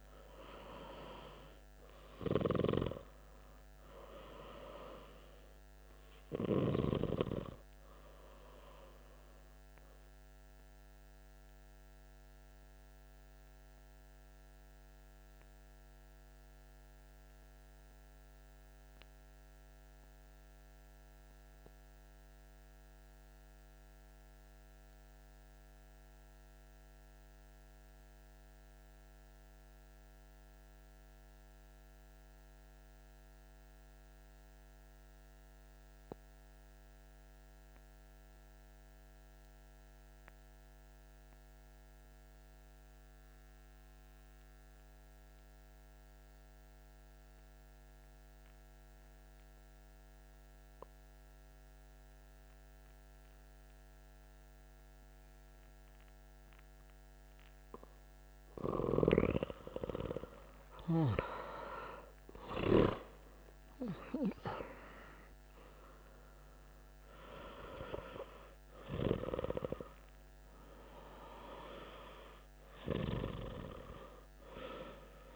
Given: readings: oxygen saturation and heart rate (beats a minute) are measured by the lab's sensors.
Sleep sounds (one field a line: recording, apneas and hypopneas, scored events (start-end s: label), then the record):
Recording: breathing in sleep by a microphone on the trachea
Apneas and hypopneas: 1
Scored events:
0.00-19.50 s: oxygen desaturation (device-marked, oxygen 90% lowest, heart rate 43 extreme)
10.00-57.00 s: mixed apnea (oxygen 97% before, 90% lowest, heart rate 95 before, 43 extreme, up 24 after)
45.50-75.36 s: oxygen desaturation (device-marked, oxygen 97% before, 90% lowest, heart rate 90 before, 67 extreme)
58.00-61.50 s: arousal
From the record:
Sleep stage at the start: N2 (light sleep)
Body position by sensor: on the back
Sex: male